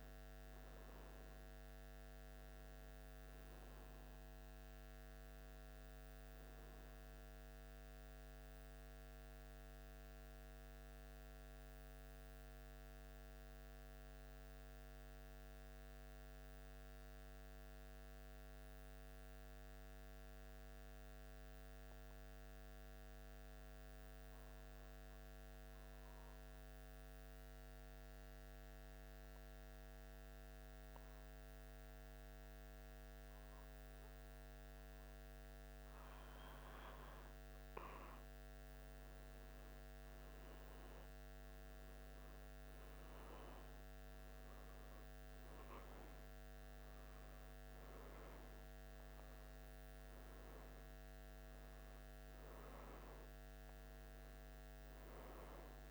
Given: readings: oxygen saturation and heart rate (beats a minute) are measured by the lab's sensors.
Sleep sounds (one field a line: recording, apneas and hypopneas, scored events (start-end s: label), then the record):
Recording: breathing in sleep, hard to hear, by a microphone on the trachea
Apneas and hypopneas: 1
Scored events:
8.00-36.50 s: mixed apnea (oxygen 98% before, 88% lowest, heart rate 78 before, 75 extreme, up 1 after)
22.00-37.00 s: oxygen desaturation (device-marked, oxygen 97% before, 90% lowest, heart rate 78 before, 76 extreme)
38.50-43.00 s: arousal
From the record:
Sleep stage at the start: N1 (lightest sleep)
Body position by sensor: on the back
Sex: male